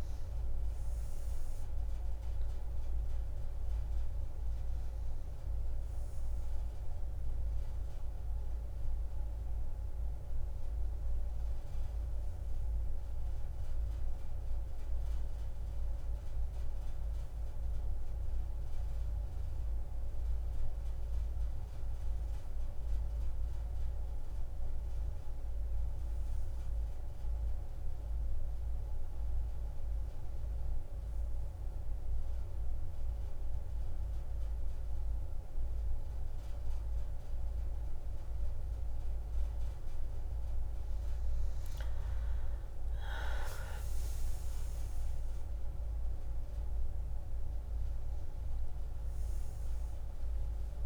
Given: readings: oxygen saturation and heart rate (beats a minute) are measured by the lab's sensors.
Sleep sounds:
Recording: breathing in sleep, hard to hear, by a room microphone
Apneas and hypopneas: 1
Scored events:
0.00-17.00 s: oxygen desaturation (device-marked, oxygen 89% lowest)
16.00-46.00 s: new sleep stage, N1 (lightest sleep)
22.00-26.00 s: arousal
29.50-40.00 s: hypopnea (oxygen 97% before, 92% lowest)
35.00-50.86 s: oxygen desaturation (device-marked, oxygen 97% before, 92% lowest)
46.00-50.86 s: new sleep stage, awake
From the record:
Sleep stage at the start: N2 (light sleep)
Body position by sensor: on the back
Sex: female

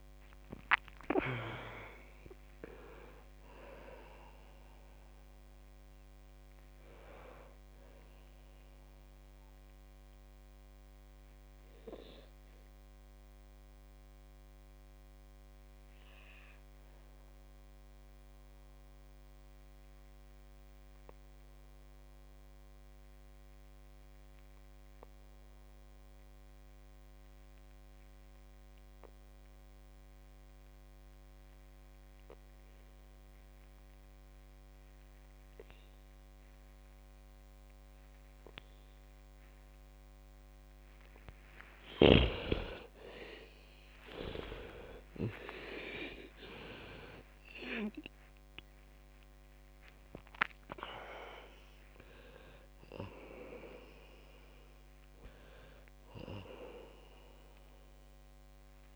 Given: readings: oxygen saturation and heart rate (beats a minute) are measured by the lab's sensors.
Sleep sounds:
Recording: breathing in sleep by a microphone on the trachea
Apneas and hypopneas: 1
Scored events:
0.00-20.00 s: oxygen desaturation (device-marked, oxygen 85% lowest, heart rate 50 extreme)
10.50-42.00 s: obstructive apnea (oxygen 97% before, 85% lowest, heart rate 89 before, 50 extreme)
41.00-58.96 s: oxygen desaturation (device-marked, oxygen 99% before, 87% lowest, heart rate 53 before, 50 extreme)
43.50-48.00 s: arousal
From the record:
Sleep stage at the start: N2 (light sleep)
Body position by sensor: on the back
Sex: female

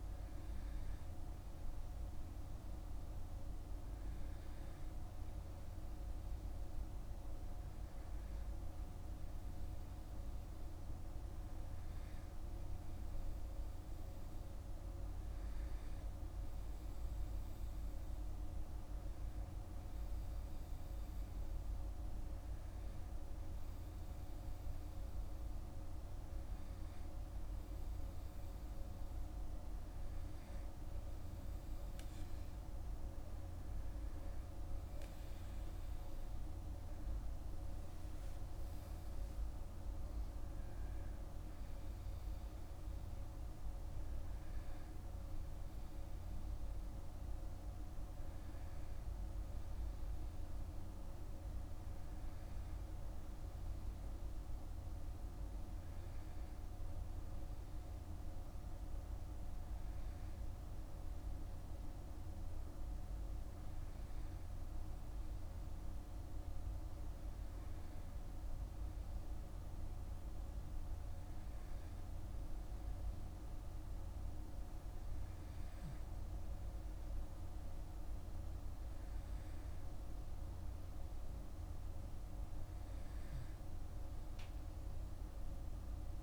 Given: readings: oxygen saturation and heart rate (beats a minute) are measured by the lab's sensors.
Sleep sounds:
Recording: breathing in sleep, hard to hear, by a room microphone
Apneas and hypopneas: none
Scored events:
none scored
From the record:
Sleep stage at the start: N2 (light sleep)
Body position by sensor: on the back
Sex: male

